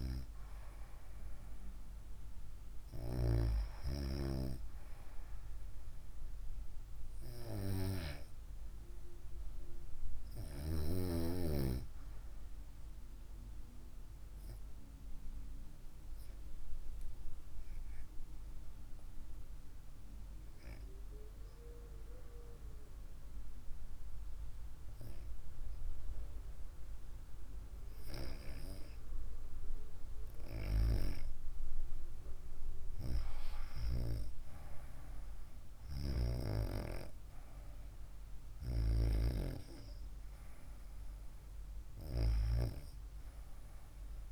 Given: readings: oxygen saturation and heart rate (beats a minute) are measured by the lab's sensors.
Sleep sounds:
breathing in sleep by a room microphone; 1
14.50-28.50 s: obstructive apnea (oxygen 96% before, 91% lowest, heart rate 68 before, 58 extreme, up 2 after)
30.50-34.00 s: arousal
35.50-44.32 s: oxygen desaturation (device-marked, oxygen 95% before, 91% lowest, heart rate 66 before, 64 extreme)
From the record:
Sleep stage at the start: REM sleep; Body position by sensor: on the right side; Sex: female

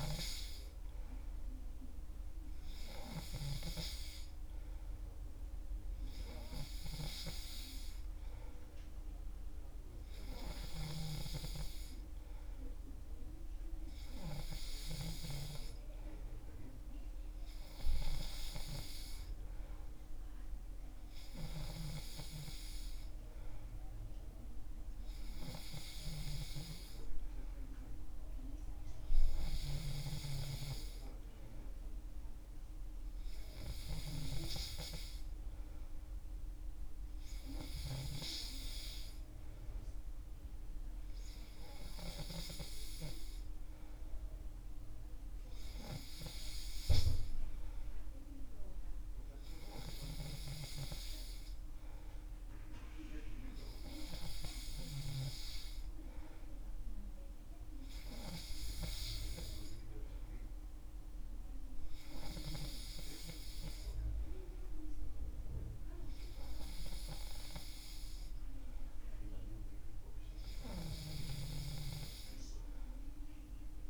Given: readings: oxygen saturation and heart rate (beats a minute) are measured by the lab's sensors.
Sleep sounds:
breathing in sleep by a room microphone; none
none scored
From the record:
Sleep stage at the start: N3 (deep sleep); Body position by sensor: on the back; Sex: male

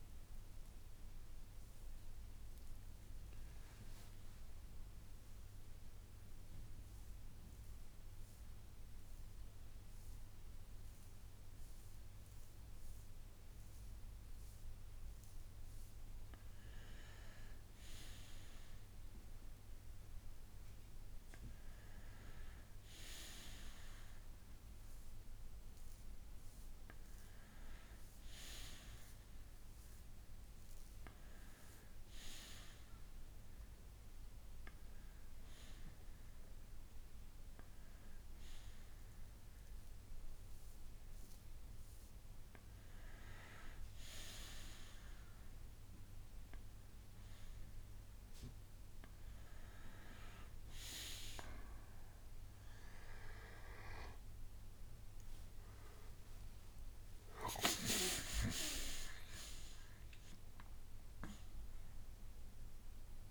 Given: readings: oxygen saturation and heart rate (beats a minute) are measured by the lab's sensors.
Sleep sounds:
breathing in sleep by a room microphone; 1
0.00-1.50 s: arousal
3.50-10.50 s: bradycardia (device-marked, heart rate 70 before, 59 extreme)
3.50-14.50 s: central apnea (oxygen 95% before, 92% lowest, heart rate 70 before, 58 extreme, up 11 after)
17.00-20.00 s: arousal
25.50-27.50 s: bradycardia (device-marked, heart rate 70 before, 66 extreme)
25.50-38.50 s: oxygen desaturation (device-marked, oxygen 96% before, 92% lowest, heart rate 63 before, 59 extreme)
54.00-59.00 s: arousal
From the record:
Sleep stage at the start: N2 (light sleep); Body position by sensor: on the back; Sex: male

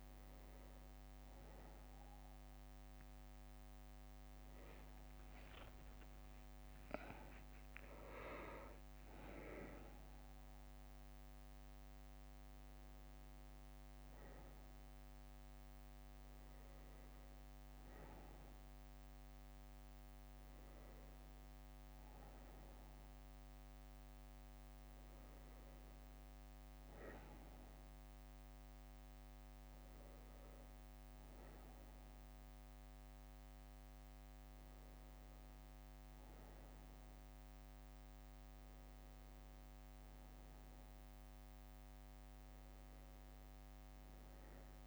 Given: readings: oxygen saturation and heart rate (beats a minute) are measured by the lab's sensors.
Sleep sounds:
breathing in sleep, hard to hear, by a microphone on the trachea; none
0.00-8.00 s: leg movement (device-marked)
4.50-8.00 s: arousal
From the record:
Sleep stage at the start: N1 (lightest sleep); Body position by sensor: on the back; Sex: male

